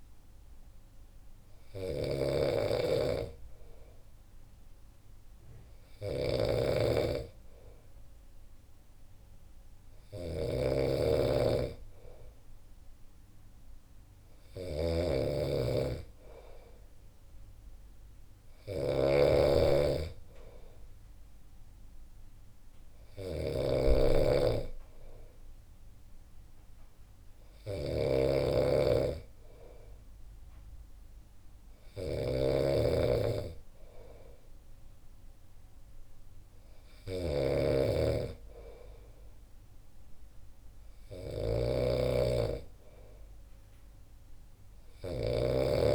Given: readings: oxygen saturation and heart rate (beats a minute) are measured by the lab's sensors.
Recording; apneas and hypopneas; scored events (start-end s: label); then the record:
breathing in sleep by a room microphone; none
0.00-45.95 s: snoring (device-marked)
From the record:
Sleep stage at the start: N2 (light sleep); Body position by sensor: on the back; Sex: male